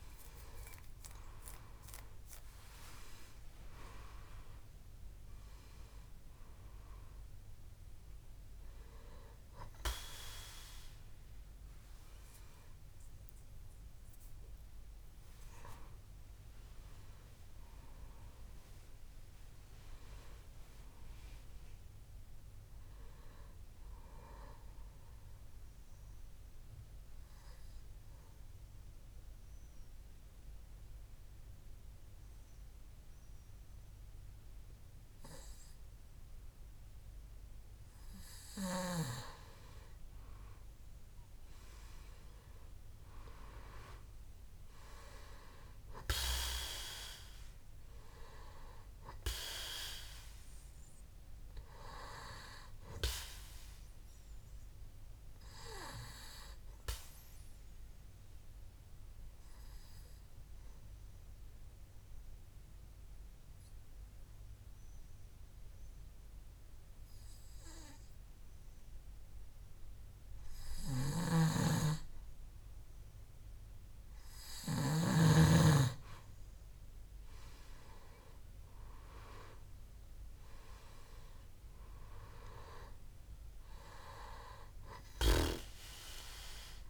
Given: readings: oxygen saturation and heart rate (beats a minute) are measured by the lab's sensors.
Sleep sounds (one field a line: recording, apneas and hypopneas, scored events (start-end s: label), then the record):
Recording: breathing in sleep by a room microphone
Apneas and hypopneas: 2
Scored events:
0.00-4.00 s: arousal
0.00-26.00 s: oxygen desaturation (device-marked, oxygen 90% lowest, heart rate 65 extreme)
22.00-86.90 s: new sleep stage, N2 (light sleep)
25.00-39.00 s: obstructive apnea (oxygen 97% before, 91% lowest, heart rate 74 before, 64 extreme, up 4 after)
41.00-43.50 s: arousal
48.00-64.00 s: oxygen desaturation (device-marked, oxygen 98% before, 91% lowest, heart rate 67 before, 63 extreme)
54.00-74.00 s: obstructive apnea (oxygen 98% before, 91% lowest, heart rate 68 before, 63 extreme, up 7 after)
77.00-80.50 s: arousal
78.00-86.90 s: oxygen desaturation (device-marked, oxygen 98% before, 92% lowest, heart rate 65 before, 65 extreme)
From the record:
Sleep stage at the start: N1 (lightest sleep)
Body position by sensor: on the back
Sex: male